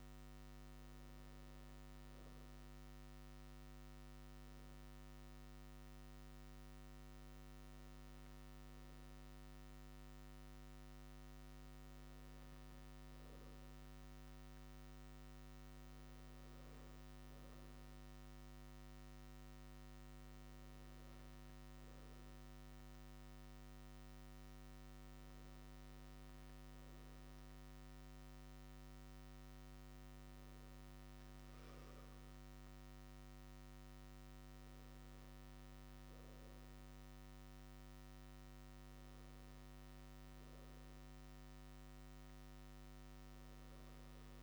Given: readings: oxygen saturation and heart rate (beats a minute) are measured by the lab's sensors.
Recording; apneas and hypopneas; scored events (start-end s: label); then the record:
breathing in sleep, hard to hear, by a microphone on the trachea; none
15.00-44.42 s: new sleep stage, N2 (light sleep)
From the record:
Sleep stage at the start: N1 (lightest sleep); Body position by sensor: on the right side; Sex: male